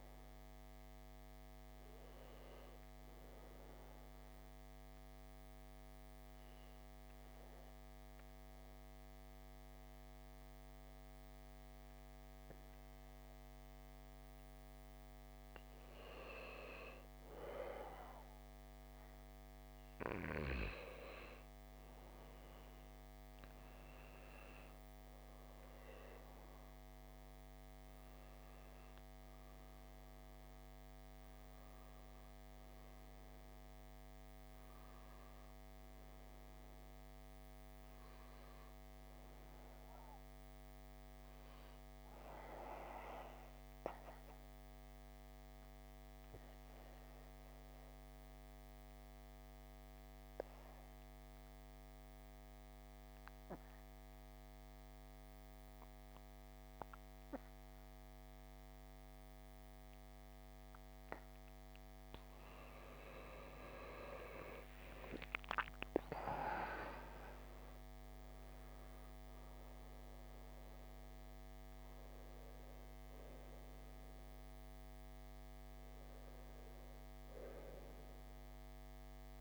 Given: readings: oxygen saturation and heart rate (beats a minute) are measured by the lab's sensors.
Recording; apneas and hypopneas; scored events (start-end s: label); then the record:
breathing in sleep by a microphone on the trachea; 2
0.00-2.00 s: arousal
4.00-16.00 s: mixed apnea (oxygen 98% before, 85% lowest, heart rate 71 before, 56 extreme, up 5 after)
12.50-47.50 s: oxygen desaturation (device-marked, oxygen 99% before, 89% lowest, heart rate 69 before, 57 extreme)
17.50-22.00 s: arousal
43.50-61.50 s: obstructive apnea (oxygen 97% before, 83% lowest, heart rate 63 before, 55 extreme, up 12 after)
62.50-79.41 s: oxygen desaturation (device-marked, oxygen 96% before, 83% lowest, heart rate 58 before, 52 extreme)
64.00-70.00 s: arousal
From the record:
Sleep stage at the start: N2 (light sleep); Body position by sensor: on the back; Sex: male